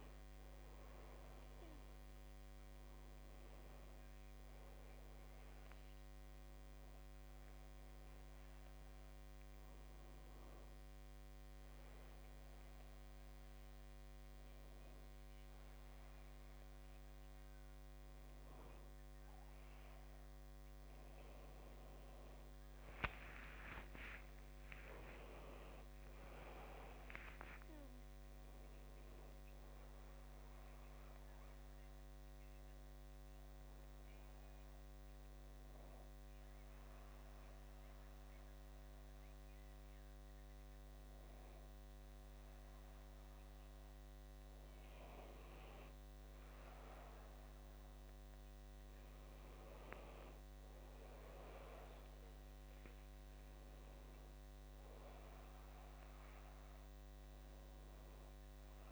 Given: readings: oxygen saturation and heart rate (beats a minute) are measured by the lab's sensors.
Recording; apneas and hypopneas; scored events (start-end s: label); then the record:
breathing in sleep by a microphone on the trachea; 1
24.00-28.00 s: arousal
32.00-45.00 s: hypopnea (oxygen 97% before, 94% lowest, heart rate 67 before, 65 extreme, up 2 after)
47.50-51.00 s: arousal
From the record:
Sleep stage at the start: N2 (light sleep); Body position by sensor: on the back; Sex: male